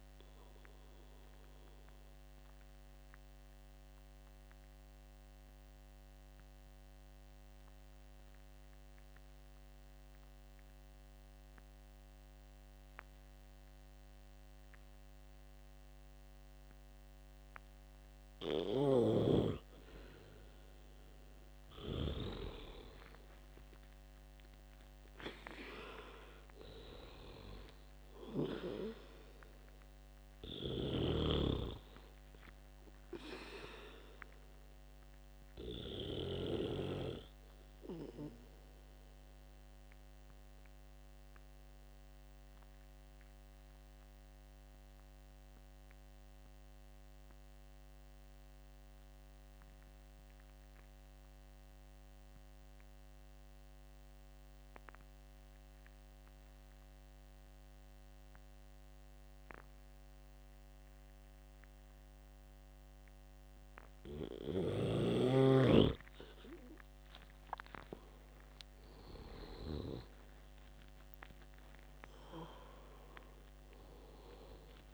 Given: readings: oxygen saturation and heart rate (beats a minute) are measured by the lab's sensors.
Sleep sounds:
breathing in sleep by a microphone on the trachea; 2
0.00-4.00 s: oxygen desaturation (device-marked, oxygen 93% lowest, heart rate 69 extreme)
1.00-20.00 s: obstructive apnea (oxygen 98% before, 89% lowest, heart rate 77 before, 66 extreme, up 8 after)
9.00-19.00 s: oxygen desaturation (device-marked, oxygen 94% before, 89% lowest, heart rate 79 before, 66 extreme)
22.50-27.00 s: arousal
39.00-66.00 s: obstructive apnea (oxygen 97% before, 89% lowest, heart rate 75 before, 66 extreme, up 15 after)
40.00-56.00 s: oxygen desaturation (device-marked, oxygen 94% before, 89% lowest, heart rate 75 before, 70 extreme)
66.00-74.94 s: oxygen desaturation (device-marked, oxygen 99% before, 93% lowest, heart rate 71 before, 64 extreme)
67.50-70.50 s: arousal
From the record:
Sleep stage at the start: N2 (light sleep); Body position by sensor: on the back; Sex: male

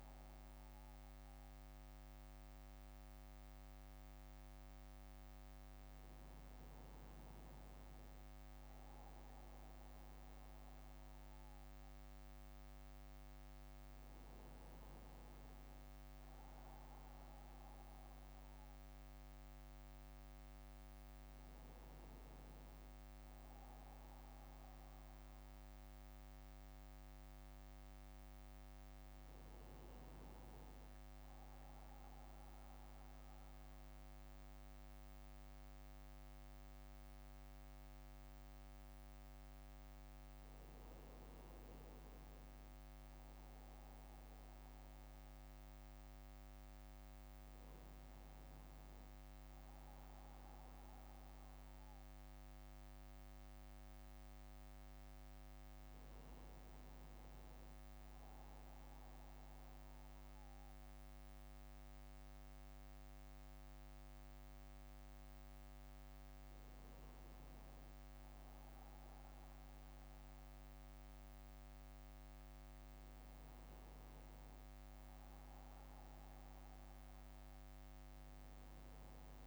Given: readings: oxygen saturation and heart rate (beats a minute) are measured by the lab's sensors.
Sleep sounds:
breathing in sleep, hard to hear, by a microphone on the trachea; none
74.00-77.50 s: arousal
From the record:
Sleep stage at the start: N1 (lightest sleep); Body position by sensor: on the back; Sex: male

